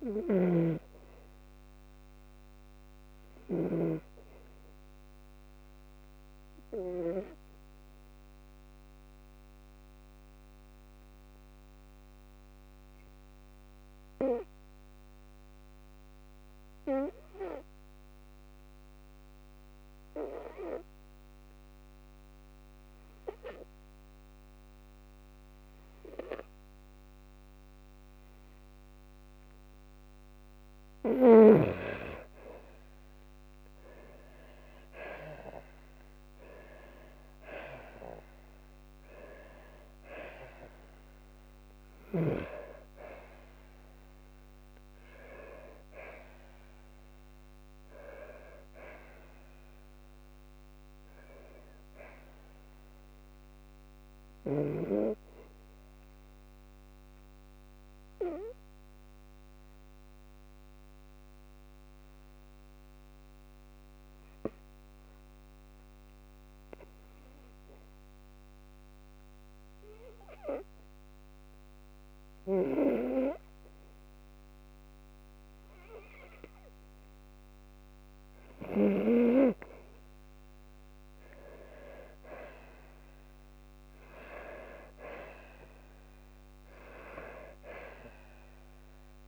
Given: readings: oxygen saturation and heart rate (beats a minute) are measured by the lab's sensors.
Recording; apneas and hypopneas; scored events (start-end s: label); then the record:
breathing in sleep by a microphone on the trachea; 2
8.00-29.00 s: obstructive apnea (oxygen 98% before, 92% lowest, heart rate 59 before, 53 extreme, up 17 after)
19.00-33.00 s: oxygen desaturation (device-marked, oxygen 98% before, 92% lowest, heart rate 56 before, 54 extreme)
31.50-33.50 s: long interval between heartbeats (device-marked, heart rate 54 before, 66 extreme)
34.50-39.00 s: arousal
48.00-50.00 s: long interval between heartbeats (device-marked, heart rate 62 before, 68 extreme)
48.00-51.00 s: tachycardia (device-marked, heart rate 56 before, 87 extreme)
51.00-53.00 s: long interval between heartbeats (device-marked, heart rate 65 before, 104 extreme)
57.00-76.50 s: obstructive apnea (oxygen 98% before, 92% lowest, heart rate 75 before, 54 extreme, up 4 after)
67.00-79.00 s: oxygen desaturation (device-marked, oxygen 97% before, 92% lowest, heart rate 73 before, 55 extreme)
80.00-84.00 s: arousal
From the record:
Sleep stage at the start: N2 (light sleep); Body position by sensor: on the back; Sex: female